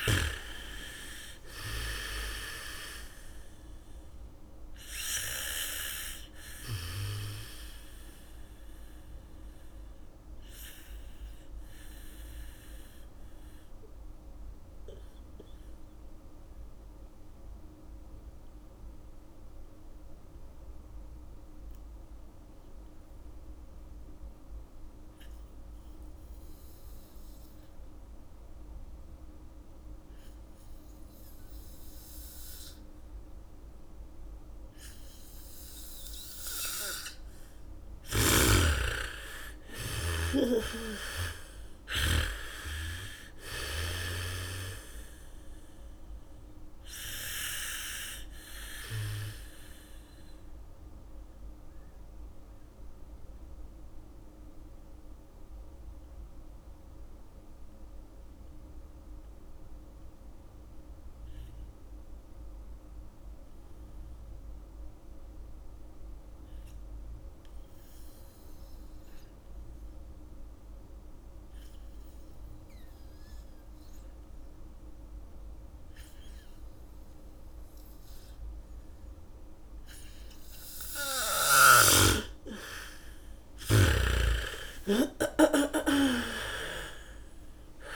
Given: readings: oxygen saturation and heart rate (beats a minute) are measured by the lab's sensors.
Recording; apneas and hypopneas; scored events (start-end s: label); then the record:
breathing in sleep by a room microphone; 2
0.00-21.50 s: oxygen desaturation (device-marked, oxygen 84% lowest, heart rate 47 extreme)
11.00-38.00 s: mixed apnea (oxygen 96% before, 80% lowest, heart rate 70 before, 47 extreme, up 0 after)
29.50-65.50 s: oxygen desaturation (device-marked, oxygen 99% before, 80% lowest, heart rate 78 before, 45 extreme)
31.50-43.50 s: bradycardia (device-marked, heart rate 70 before, 54 extreme)
38.50-42.50 s: snoring (device-marked)
39.50-44.00 s: arousal
50.00-81.00 s: mixed apnea (oxygen 99% before, 79% lowest, heart rate 60 before, 45 extreme, up 2 after)
76.50-87.96 s: oxygen desaturation (device-marked, oxygen 99% before, 79% lowest, heart rate 72 before, 45 extreme)
82.50-87.00 s: arousal
82.50-87.96 s: bradycardia (device-marked, heart rate 70 before, 45 extreme)
From the record:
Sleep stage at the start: N2 (light sleep); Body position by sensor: on the back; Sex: female